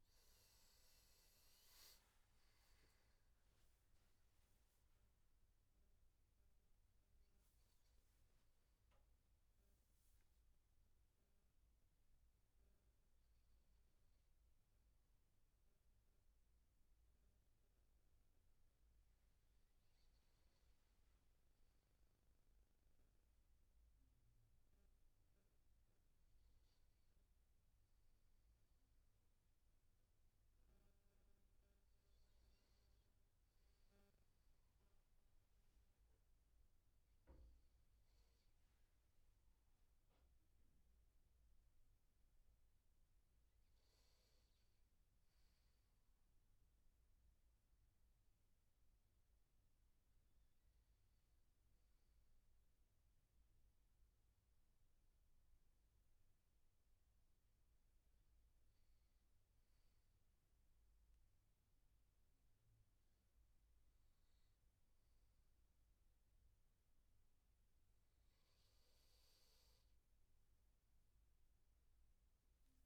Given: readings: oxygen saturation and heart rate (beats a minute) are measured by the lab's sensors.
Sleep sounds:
a person partly awake in a sleep study, hard to hear, by a room microphone; none
17.50-47.50 s: new sleep stage, N1 (lightest sleep)
47.50-72.86 s: new sleep stage, N2 (light sleep)
From the record:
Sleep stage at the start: awake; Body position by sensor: on the right side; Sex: male

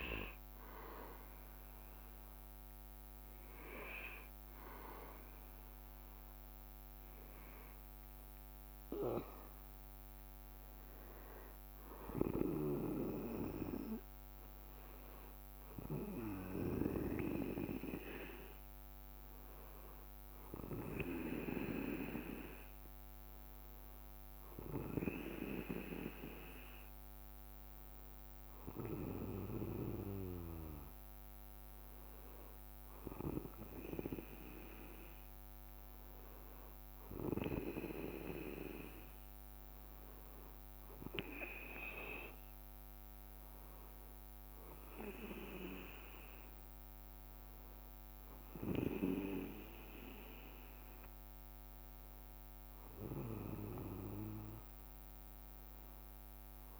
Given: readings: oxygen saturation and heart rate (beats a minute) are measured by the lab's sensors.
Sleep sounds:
breathing in sleep by a microphone on the trachea; none
none scored
From the record:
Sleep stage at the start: N2 (light sleep); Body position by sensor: on the back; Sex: male

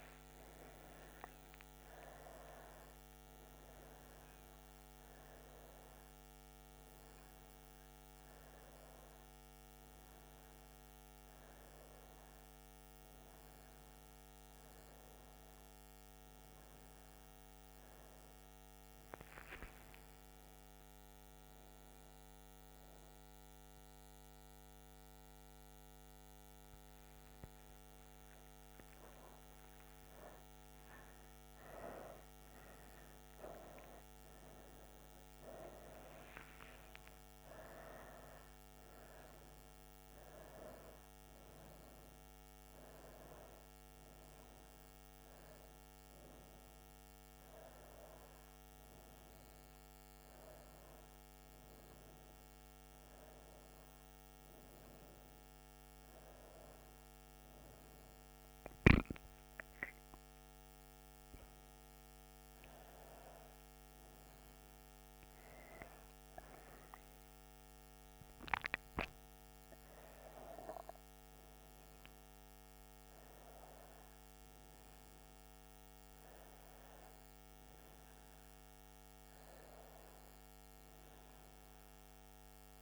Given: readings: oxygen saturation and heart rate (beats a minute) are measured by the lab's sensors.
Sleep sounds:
a person awake in a sleep study, by a microphone on the trachea; none
none scored
From the record:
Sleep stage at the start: awake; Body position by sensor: on the right side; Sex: female

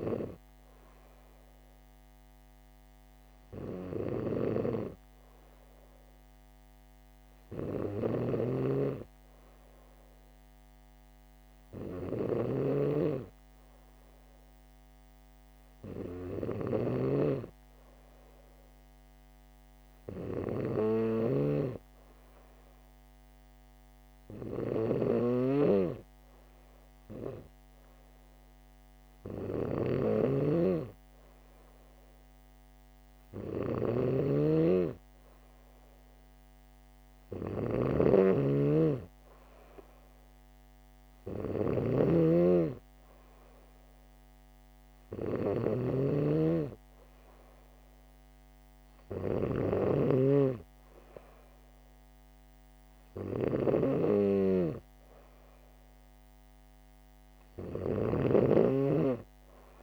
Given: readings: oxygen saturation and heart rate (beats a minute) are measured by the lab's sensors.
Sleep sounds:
breathing in sleep by a microphone on the trachea; none
8.00-59.83 s: snoring (device-marked)
45.00-59.83 s: new sleep stage, N3 (deep sleep)
From the record:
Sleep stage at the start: N2 (light sleep); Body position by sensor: on the back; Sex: female

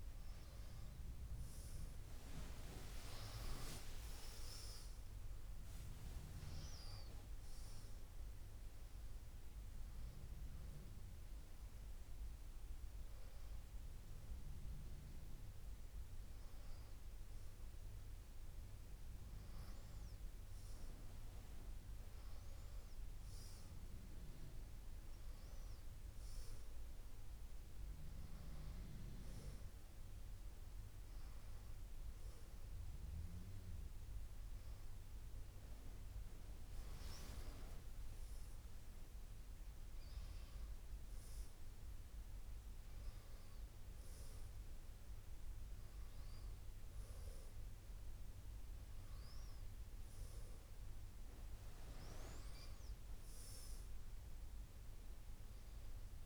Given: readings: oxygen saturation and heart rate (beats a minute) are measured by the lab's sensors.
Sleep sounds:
breathing in sleep by a room microphone; none
3.50-9.00 s: arousal
37.50-41.50 s: arousal
From the record:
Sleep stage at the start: N1 (lightest sleep); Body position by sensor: on the back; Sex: female

